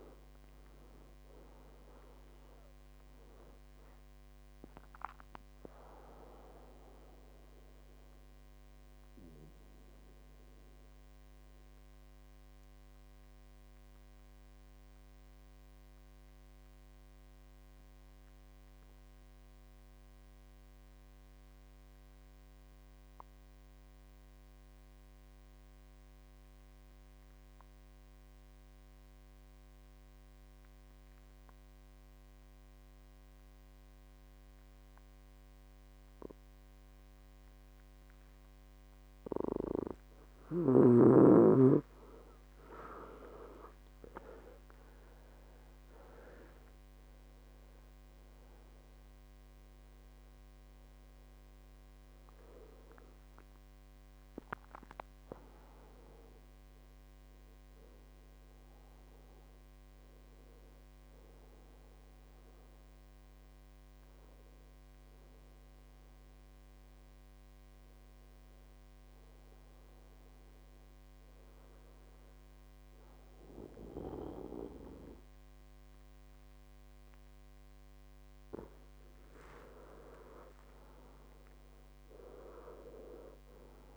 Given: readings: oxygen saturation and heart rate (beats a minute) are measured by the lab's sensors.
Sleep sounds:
breathing in sleep by a microphone on the trachea; 2
0.00-21.00 s: oxygen desaturation (device-marked, oxygen 90% lowest, heart rate 58 extreme)
6.50-39.50 s: mixed apnea (oxygen 98% before, 89% lowest, heart rate 73 before, 58 extreme, up 22 after)
39.00-72.00 s: oxygen desaturation (device-marked, oxygen 98% before, 89% lowest, heart rate 60 before, 62 extreme)
43.00-45.00 s: long interval between heartbeats (device-marked, heart rate 60 before, 69 extreme)
45.00-51.50 s: arousal
66.50-79.50 s: obstructive apnea (oxygen 97% before, 89% lowest, heart rate 76 before, 57 extreme, up 12 after)
80.50-83.97 s: arousal
From the record:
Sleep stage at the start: N2 (light sleep); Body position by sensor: on the back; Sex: male

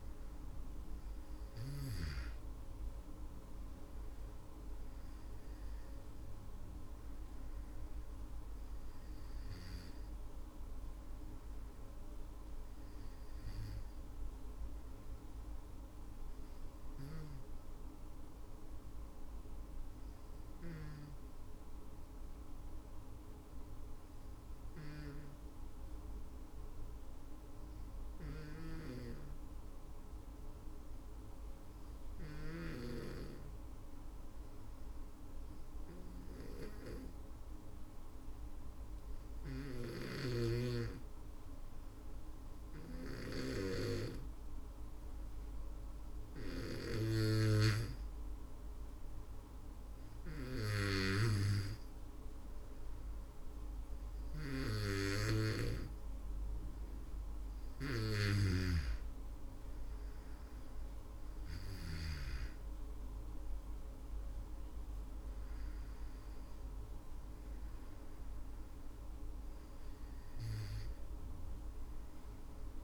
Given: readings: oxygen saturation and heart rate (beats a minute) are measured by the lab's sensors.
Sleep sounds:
breathing in sleep by a room microphone; 1
18.00-45.50 s: hypopnea (oxygen 98% before, 95% lowest, heart rate 62 before, 52 extreme, up 2 after)
47.00-51.50 s: arousal
From the record:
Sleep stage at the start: N2 (light sleep); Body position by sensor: on the back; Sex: female

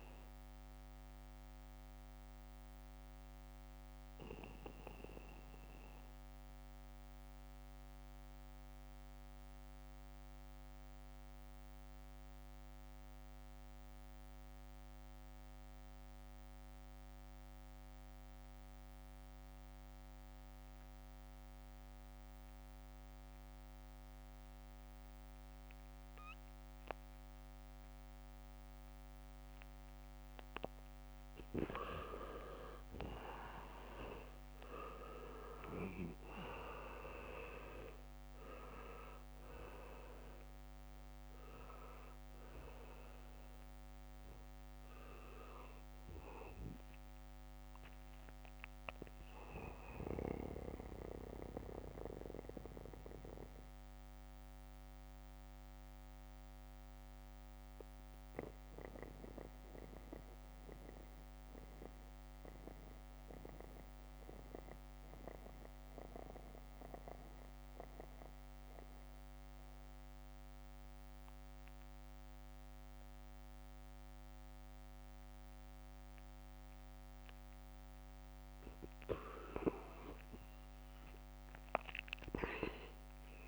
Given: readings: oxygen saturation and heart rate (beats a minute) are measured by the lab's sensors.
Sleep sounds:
breathing in sleep by a microphone on the trachea; 2
0.00-12.50 s: oxygen desaturation (device-marked, oxygen 82% lowest, heart rate 62 extreme)
4.00-30.00 s: mixed apnea (oxygen 98% before, 81% lowest, heart rate 69 before, 62 extreme, up 0 after)
24.50-66.50 s: oxygen desaturation (device-marked, oxygen 98% before, 81% lowest, heart rate 73 before, 62 extreme)
25.50-27.00 s: leg movement (device-marked)
31.00-34.00 s: leg movement (device-marked)
32.50-37.00 s: arousal
50.50-78.00 s: mixed apnea (oxygen 97% before, 81% lowest, heart rate 68 before, 66 extreme, up 3 after)
79.50-83.48 s: oxygen desaturation (device-marked, oxygen 99% before, 81% lowest, heart rate 68 before, 64 extreme)
81.00-83.48 s: arousal
From the record:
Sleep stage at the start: N2 (light sleep); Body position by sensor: on the back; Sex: male

